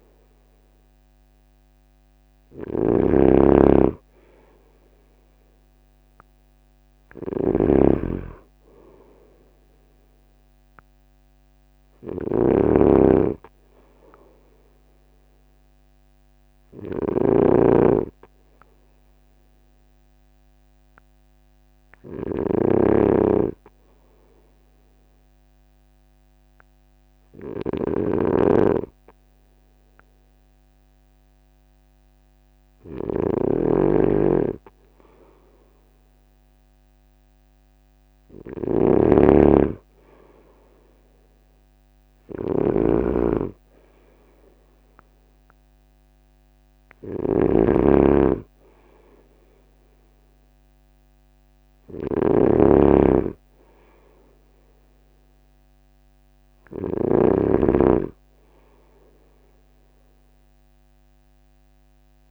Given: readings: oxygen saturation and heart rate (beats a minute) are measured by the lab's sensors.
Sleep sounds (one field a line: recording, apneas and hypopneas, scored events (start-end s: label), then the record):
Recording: breathing in sleep by a microphone on the trachea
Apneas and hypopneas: none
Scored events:
0.00-62.31 s: snoring (device-marked)
40.00-42.00 s: long interval between heartbeats (device-marked, heart rate 47 before, 55 extreme)
From the record:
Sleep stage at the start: N2 (light sleep)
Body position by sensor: on the front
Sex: male